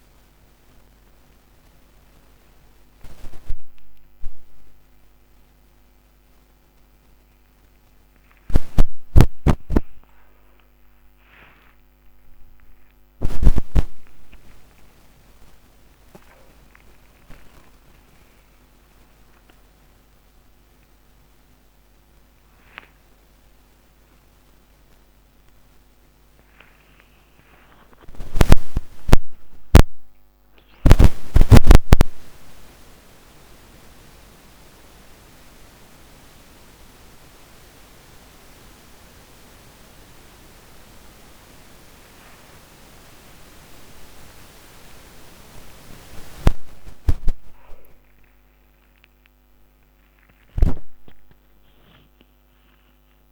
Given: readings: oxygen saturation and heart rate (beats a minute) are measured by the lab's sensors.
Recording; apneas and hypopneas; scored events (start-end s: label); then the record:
a person awake in a sleep study, by a microphone on the trachea; none
8.00-10.00 s: long interval between heartbeats (device-marked, heart rate 97 before, 107 extreme)
49.00-51.00 s: long interval between heartbeats (device-marked, heart rate 95 before, 111 extreme)
51.00-53.00 s: long interval between heartbeats (device-marked, heart rate 97 before, 128 extreme)
From the record:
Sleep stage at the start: awake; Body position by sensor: upright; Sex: male